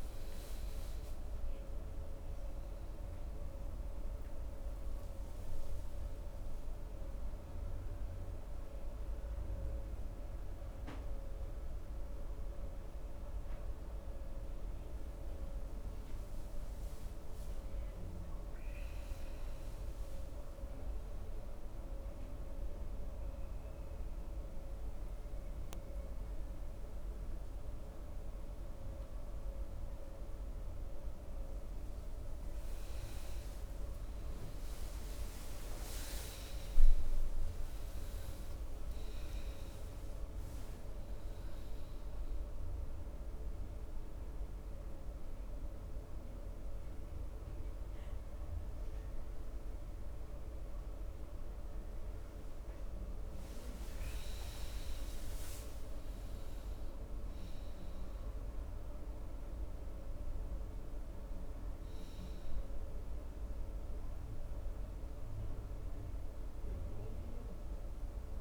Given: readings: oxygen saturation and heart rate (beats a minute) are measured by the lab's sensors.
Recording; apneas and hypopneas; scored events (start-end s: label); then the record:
breathing in sleep, hard to hear, by a room microphone; 3
8.50-19.50 s: mixed apnea (oxygen 96% before, 91% lowest, heart rate 73 before, 62 extreme, up 9 after)
16.00-28.00 s: oxygen desaturation (device-marked, oxygen 94% before, 91% lowest, heart rate 73 before, 61 extreme)
20.50-22.50 s: arousal
24.00-35.00 s: mixed apnea (oxygen 95% before, 91% lowest, heart rate 72 before, 61 extreme, up 17 after)
36.50-39.50 s: arousal
43.00-55.50 s: mixed apnea (oxygen 98% before, 95% lowest, heart rate 71 before, 61 extreme, up 15 after)
58.00-62.50 s: arousal
From the record:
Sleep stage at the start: N2 (light sleep); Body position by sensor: on the right side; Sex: male